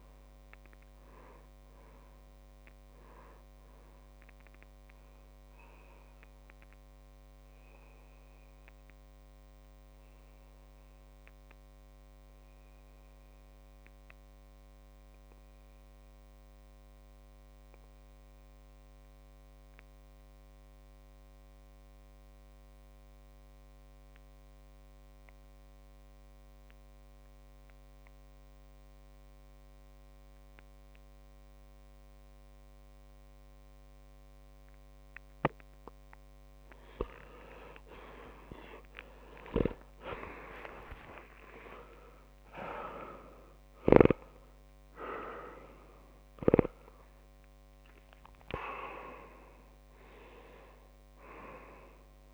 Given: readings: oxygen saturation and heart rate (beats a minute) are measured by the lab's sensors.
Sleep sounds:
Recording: breathing in sleep by a microphone on the trachea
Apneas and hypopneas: 1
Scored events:
0.00-1.50 s: oxygen desaturation (device-marked, oxygen 95% lowest)
6.00-36.50 s: obstructive apnea (oxygen 99% before, 93% lowest)
34.50-52.34 s: oxygen desaturation (device-marked, oxygen 100% before, 94% lowest)
38.50-43.50 s: arousal
From the record:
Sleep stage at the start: N2 (light sleep)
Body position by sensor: on the back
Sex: male

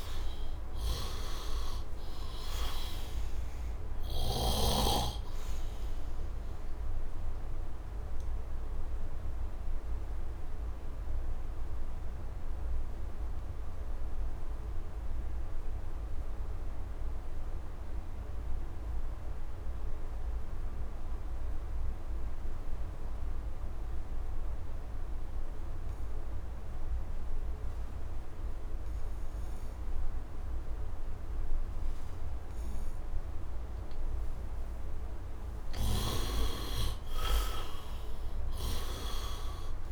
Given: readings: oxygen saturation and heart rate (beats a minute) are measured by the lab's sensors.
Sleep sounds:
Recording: breathing in sleep by a room microphone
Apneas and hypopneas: 1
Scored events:
0.00-1.00 s: arousal
0.00-25.00 s: oxygen desaturation (device-marked, oxygen 75% lowest, heart rate 65 extreme)
0.50-4.50 s: snoring (device-marked)
7.50-35.00 s: obstructive apnea (oxygen 100% before, 72% lowest, heart rate 83 before, 57 extreme, up 20 after)
33.00-39.92 s: oxygen desaturation (device-marked, oxygen 100% before, 72% lowest, heart rate 72 before, 57 extreme)
35.50-39.92 s: snoring (device-marked)
36.50-39.92 s: arousal
From the record:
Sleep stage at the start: N2 (light sleep)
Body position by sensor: on the right side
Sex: male

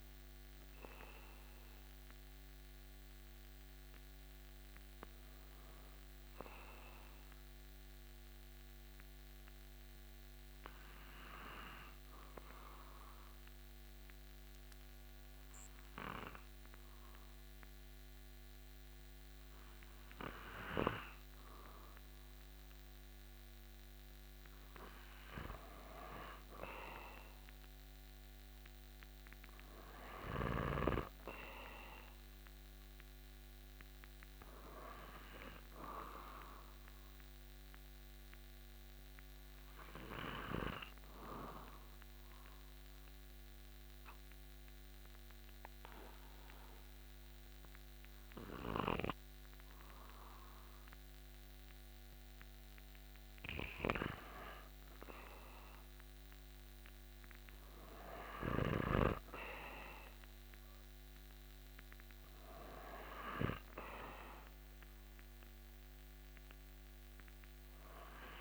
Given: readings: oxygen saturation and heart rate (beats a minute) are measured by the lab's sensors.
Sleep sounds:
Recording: breathing in sleep by a microphone on the trachea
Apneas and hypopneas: 2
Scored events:
6.50-22.50 s: obstructive apnea (oxygen 97% before, 95% lowest)
23.00-28.00 s: arousal
38.00-52.50 s: obstructive apnea (oxygen 98% before, 95% lowest)
53.00-57.50 s: arousal
From the record:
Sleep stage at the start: N2 (light sleep)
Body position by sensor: on the back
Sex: male

